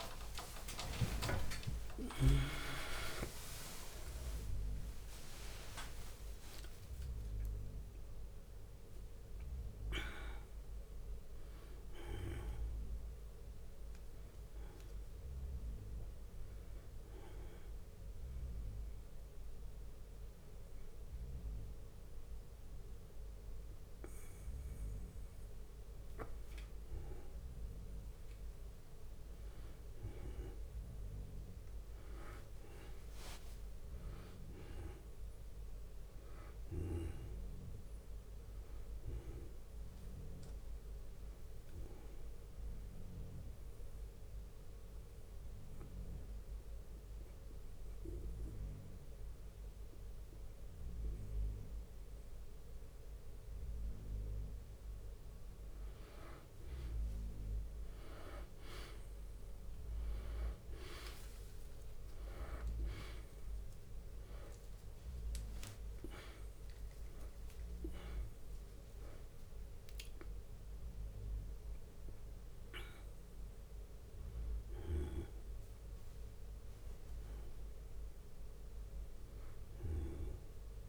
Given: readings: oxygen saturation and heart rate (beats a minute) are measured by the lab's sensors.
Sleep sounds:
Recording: breathing in sleep by a room microphone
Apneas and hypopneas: 1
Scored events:
0.00-2.00 s: long interval between heartbeats (device-marked, heart rate 63 before, 106 extreme)
0.00-6.50 s: tachycardia (device-marked, heart rate 139 extreme)
0.00-7.50 s: oxygen desaturation (device-marked, oxygen 92% lowest, heart rate 25 extreme)
0.00-22.50 s: drop in pulse transit time (device-marked, heart rate 25 extreme)
4.00-6.00 s: long interval between heartbeats (device-marked, heart rate 75 before, 126 extreme)
6.50-13.50 s: bradycardia (device-marked, heart rate 71 before, 25 extreme)
18.50-35.50 s: bradycardia (device-marked, heart rate 71 before, 50 extreme)
33.00-37.50 s: arousal
40.50-48.50 s: drop in pulse transit time (device-marked, heart rate 58 before, 59 extreme)
42.00-54.50 s: mixed apnea (oxygen 99% before, 92% lowest, heart rate 58 before, 52 extreme, up 17 after)
44.50-55.50 s: bradycardia (device-marked, heart rate 69 before, 52 extreme)
57.00-61.00 s: arousal
61.50-71.50 s: drop in pulse transit time (device-marked, heart rate 60 before, 69 extreme)
66.50-68.50 s: tachycardia (device-marked, heart rate 67 before, 93 extreme)
67.00-69.00 s: long interval between heartbeats (device-marked, heart rate 62 before, 88 extreme)
69.50-71.50 s: long interval between heartbeats (device-marked, heart rate 67 before, 105 extreme)
73.00-75.00 s: long interval between heartbeats (device-marked, heart rate 74 before, 97 extreme)
76.50-80.89 s: bradycardia (device-marked, heart rate 68 before, 44 extreme)
78.50-80.50 s: long interval between heartbeats (device-marked, heart rate 83 before, 57 extreme)
From the record:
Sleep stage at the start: N2 (light sleep)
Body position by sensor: on the back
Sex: male

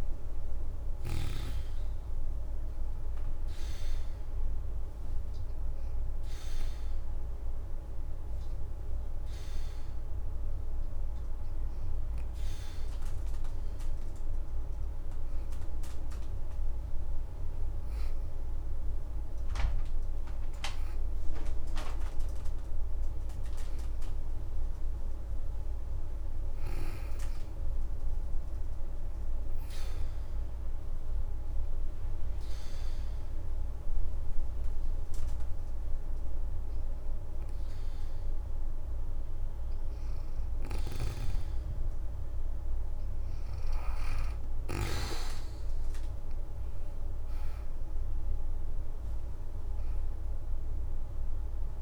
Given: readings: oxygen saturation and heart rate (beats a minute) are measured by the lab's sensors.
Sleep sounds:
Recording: breathing in sleep by a room microphone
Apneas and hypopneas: 2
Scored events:
0.00-1.00 s: snoring (device-marked)
0.00-1.50 s: arousal
3.50-14.00 s: hypopnea (oxygen 93% before, 85% lowest, heart rate 75 before, 72 extreme, up 11 after)
18.00-22.00 s: arousal
30.50-40.50 s: hypopnea (oxygen 91% before, 85% lowest, heart rate 79 before, 78 extreme, up 4 after)
40.50-44.50 s: snoring (device-marked)
45.00-50.50 s: arousal
46.00-51.82 s: oxygen desaturation (device-marked, oxygen 92% before, 85% lowest, heart rate 80 before, 77 extreme)
From the record:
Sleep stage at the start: N2 (light sleep)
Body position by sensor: on the back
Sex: female

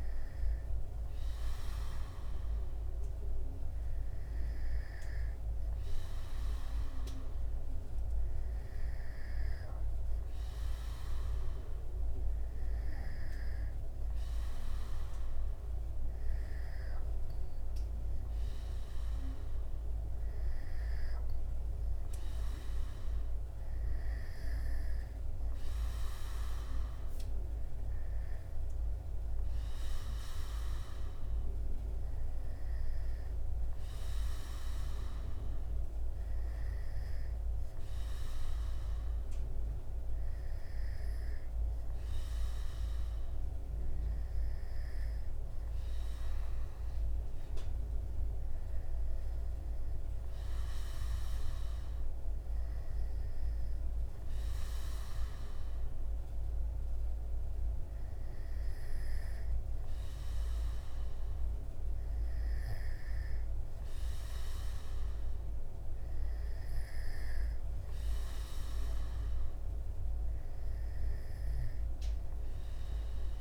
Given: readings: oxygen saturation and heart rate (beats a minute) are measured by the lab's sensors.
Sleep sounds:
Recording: breathing in sleep, hard to hear, by a room microphone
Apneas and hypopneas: none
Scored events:
none scored
From the record:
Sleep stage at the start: N2 (light sleep)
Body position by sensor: on the back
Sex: male

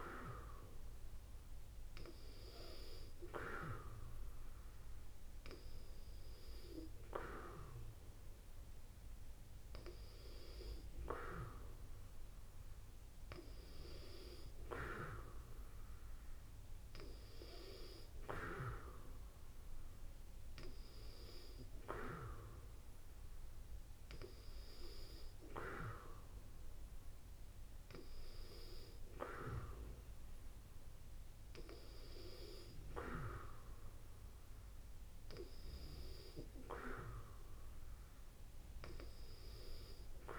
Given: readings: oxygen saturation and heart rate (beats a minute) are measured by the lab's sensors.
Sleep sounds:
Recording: breathing in sleep by a room microphone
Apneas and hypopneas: none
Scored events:
none scored
From the record:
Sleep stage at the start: N2 (light sleep)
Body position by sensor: on the back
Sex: female

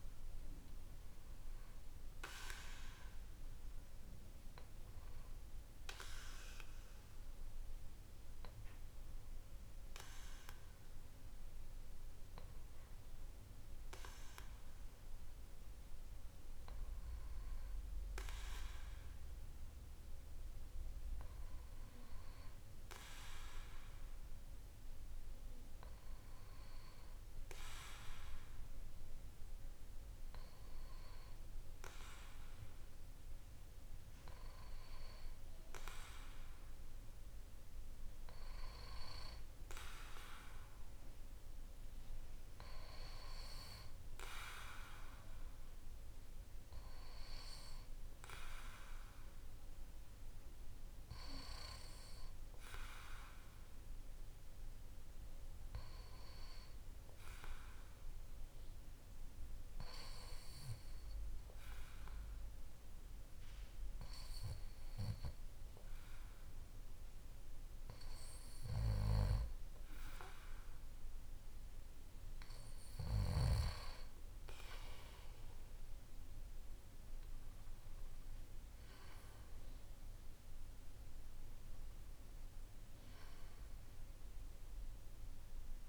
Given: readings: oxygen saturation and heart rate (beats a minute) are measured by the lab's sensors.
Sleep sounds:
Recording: breathing in sleep by a room microphone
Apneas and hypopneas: 1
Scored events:
34.50-85.89 s: new sleep stage, N2 (light sleep)
49.50-53.00 s: arousal
57.00-70.50 s: obstructive apnea (oxygen 95% before, 93% lowest, heart rate 56 before, 51 extreme, up 2 after)
73.00-77.00 s: arousal
From the record:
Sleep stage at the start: REM sleep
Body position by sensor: on the back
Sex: male

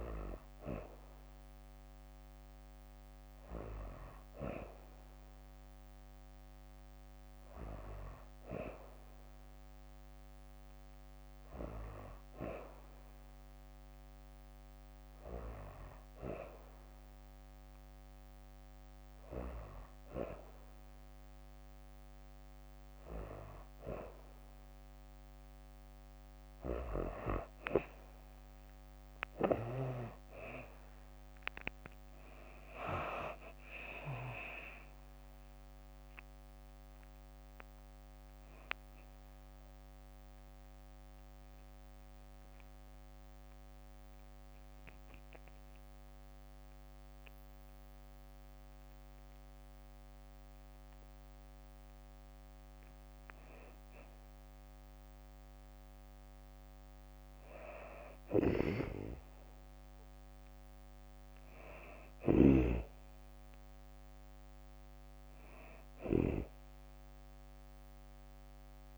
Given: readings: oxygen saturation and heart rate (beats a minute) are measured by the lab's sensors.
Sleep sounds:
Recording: breathing in sleep by a microphone on the trachea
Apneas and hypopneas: 1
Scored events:
29.50 s: drop in pulse transit time (device-marked)
32.00-36.00 s: arousal
32.50-49.50 s: drop in pulse transit time (device-marked, heart rate 68 before, 65 extreme)
40.00-52.00 s: obstructive apnea (oxygen 95% before, 92% lowest, heart rate 71 before, 62 extreme, up 0 after)
54.50-57.00 s: arousal
57.50-66.00 s: snoring (device-marked)
64.50-68.98 s: oxygen desaturation (device-marked, oxygen 99% before, 92% lowest, heart rate 65 before, 62 extreme)
From the record:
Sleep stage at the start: N2 (light sleep)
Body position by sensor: on the back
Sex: female

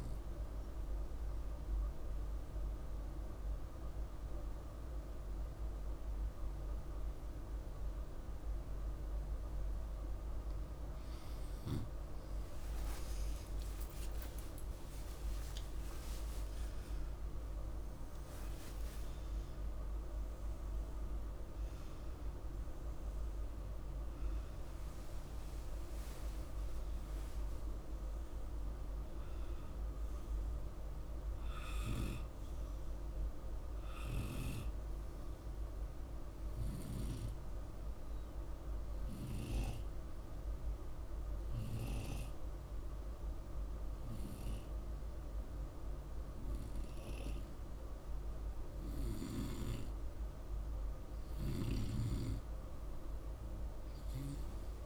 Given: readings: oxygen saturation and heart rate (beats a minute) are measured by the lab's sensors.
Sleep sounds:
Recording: breathing in sleep by a room microphone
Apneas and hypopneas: 2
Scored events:
1.00-11.00 s: obstructive apnea (oxygen 98% before, 96% lowest, heart rate 51 before, 48 extreme, up 24 after)
12.50-17.00 s: arousal
24.50-40.50 s: oxygen desaturation (device-marked, oxygen 99% before, 96% lowest, heart rate 58 before, 49 extreme)
35.00-50.00 s: hypopnea (oxygen 99% before, 96% lowest, heart rate 59 before, 49 extreme, up 2 after)
51.00-54.50 s: arousal
From the record:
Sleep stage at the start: N2 (light sleep)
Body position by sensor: on the right side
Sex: male

